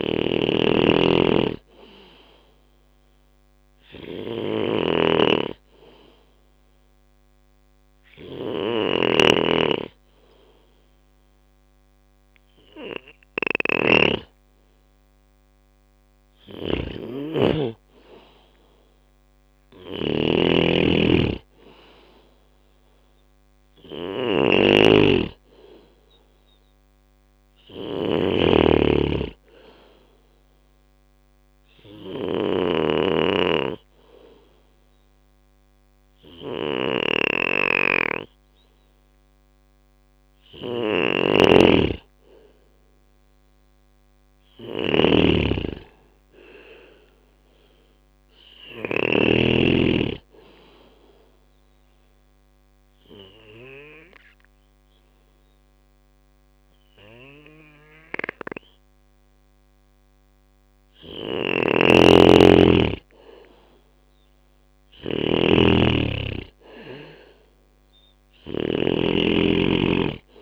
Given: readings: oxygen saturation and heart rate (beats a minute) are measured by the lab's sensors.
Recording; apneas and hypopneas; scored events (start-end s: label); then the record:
breathing in sleep by a microphone on the trachea; 3
0.00-12.50 s: oxygen desaturation (device-marked, oxygen 91% lowest, heart rate 69 extreme)
0.00-48.50 s: snoring (device-marked)
2.50-14.50 s: obstructive apnea (oxygen 95% before, 91% lowest, heart rate 69 before, 69 extreme, up 2 after)
18.50-22.50 s: arousal
23.50-37.50 s: oxygen desaturation (device-marked, oxygen 95% before, 91% lowest, heart rate 72 before, 67 extreme)
30.00-40.50 s: obstructive apnea (oxygen 95% before, 90% lowest, heart rate 70 before, 67 extreme, up 5 after)
45.00-48.00 s: arousal
45.50-56.50 s: drop in pulse transit time (device-marked, heart rate 70 before, 67 extreme)
50.50-61.50 s: obstructive apnea (oxygen 95% before, 90% lowest, heart rate 70 before, 66 extreme, up 2 after)
60.50-70.42 s: snoring (device-marked)
64.00-68.00 s: arousal
From the record:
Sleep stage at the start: N2 (light sleep); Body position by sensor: on the back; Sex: male